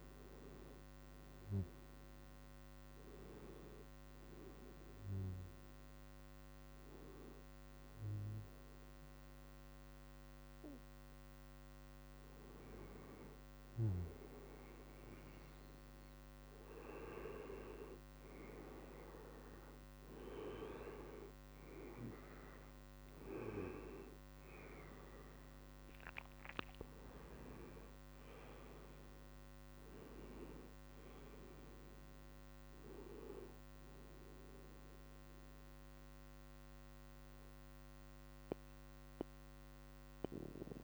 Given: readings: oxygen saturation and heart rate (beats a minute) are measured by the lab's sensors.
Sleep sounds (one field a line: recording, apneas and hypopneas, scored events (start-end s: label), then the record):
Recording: breathing in sleep by a microphone on the trachea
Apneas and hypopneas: 1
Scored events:
2.00-13.50 s: hypopnea (oxygen 96% before, 93% lowest, heart rate 88 before, 80 extreme, up 1 after)
16.50-20.00 s: arousal
22.50-40.84 s: new sleep stage, N2 (light sleep)
24.50-40.84 s: oxygen desaturation (device-marked, oxygen 98% before, 94% lowest, heart rate 83 before, 79 extreme)
From the record:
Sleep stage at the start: N1 (lightest sleep)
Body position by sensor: on the right side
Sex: male